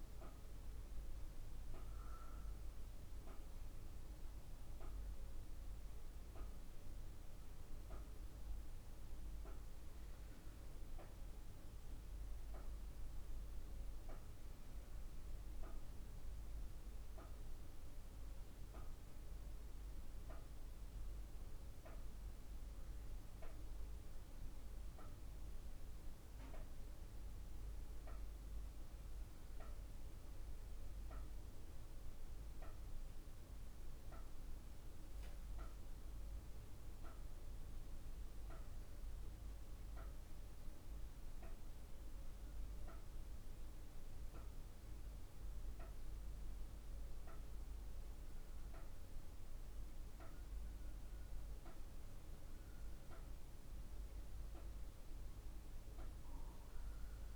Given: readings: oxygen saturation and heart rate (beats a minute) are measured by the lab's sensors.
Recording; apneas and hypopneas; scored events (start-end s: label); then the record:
breathing in sleep, hard to hear, by a room microphone; none
0.00-2.00 s: arousal
From the record:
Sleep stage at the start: REM sleep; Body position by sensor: on the back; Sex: female